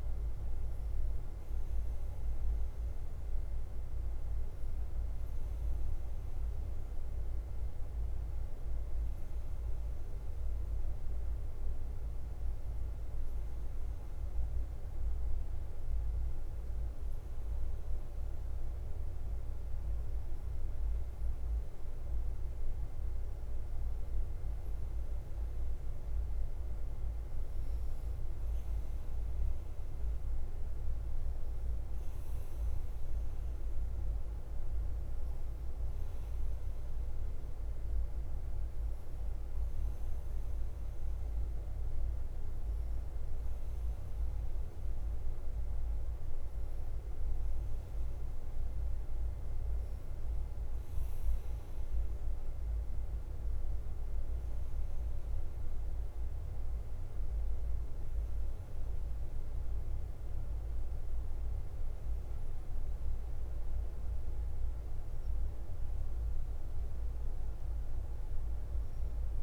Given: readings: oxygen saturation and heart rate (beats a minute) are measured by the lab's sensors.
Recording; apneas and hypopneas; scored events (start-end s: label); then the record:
breathing in sleep, hard to hear, by a room microphone; none
0.00-69.43 s: bradycardia (device-marked, heart rate 40 extreme)
From the record:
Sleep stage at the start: N3 (deep sleep); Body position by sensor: on the front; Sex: male